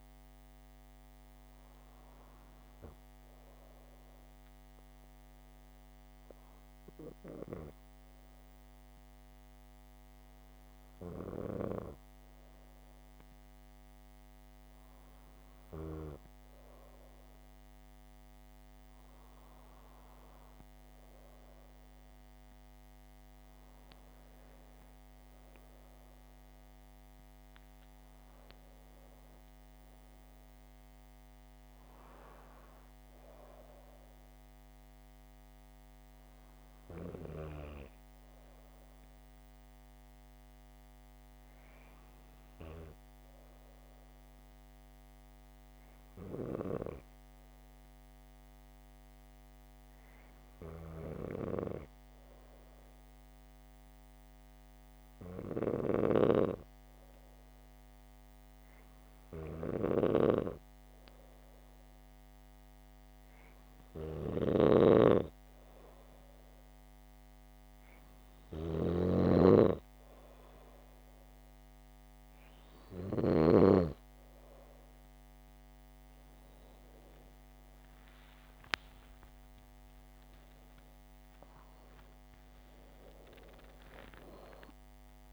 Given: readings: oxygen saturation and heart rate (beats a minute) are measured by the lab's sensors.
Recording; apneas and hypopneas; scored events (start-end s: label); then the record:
a person partly awake in a sleep study, by a microphone on the trachea; 2
4.00-16.00 s: hypopnea (oxygen 98% before, 95% lowest, heart rate 73 before, 71 extreme, up 5 after)
29.50-32.50 s: arousal
44.00-62.00 s: hypopnea (oxygen 98% before, 95% lowest, heart rate 77 before, 71 extreme, up 4 after)
56.00-73.50 s: snoring (device-marked)
63.00-85.33 s: new sleep stage, awake
From the record:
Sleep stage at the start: N2 (light sleep); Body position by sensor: on the back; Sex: female